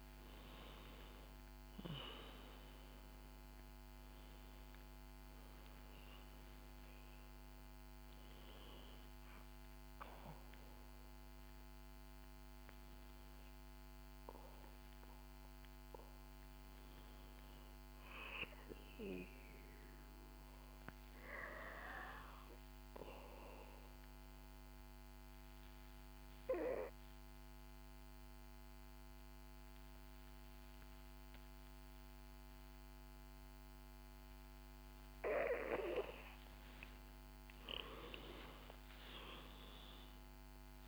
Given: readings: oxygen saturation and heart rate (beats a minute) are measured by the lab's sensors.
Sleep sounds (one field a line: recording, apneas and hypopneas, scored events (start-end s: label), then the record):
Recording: breathing in sleep by a microphone on the trachea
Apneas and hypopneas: 1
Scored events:
0.00-1.00 s: arousal
0.00-8.50 s: oxygen desaturation (device-marked, oxygen 68% lowest, heart rate 61 extreme)
10.50-20.50 s: oxygen desaturation (device-marked, oxygen 72% before, 65% lowest, heart rate 78 before, 69 extreme)
24.00-35.50 s: obstructive apnea (oxygen 97% before, 90% lowest, heart rate 77 before, 66 extreme, up 2 after)
37.00-40.88 s: arousal
From the record:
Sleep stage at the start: N2 (light sleep)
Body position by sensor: on the back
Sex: female